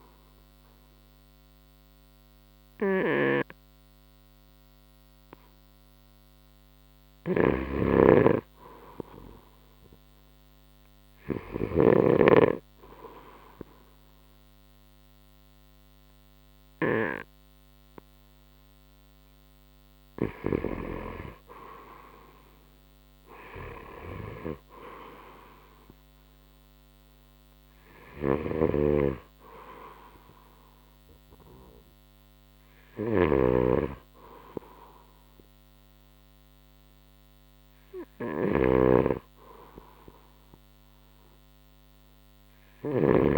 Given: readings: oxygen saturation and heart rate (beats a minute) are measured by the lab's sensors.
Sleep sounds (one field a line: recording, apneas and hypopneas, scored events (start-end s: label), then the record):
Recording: breathing in sleep by a microphone on the trachea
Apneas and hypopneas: none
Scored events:
7.50-12.00 s: snoring (device-marked)
24.50-34.50 s: oxygen desaturation (device-marked, oxygen 94% before, 91% lowest, heart rate 70 before, 68 extreme)
28.50-43.38 s: snoring (device-marked)
From the record:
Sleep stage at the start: N2 (light sleep)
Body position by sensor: on the right side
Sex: male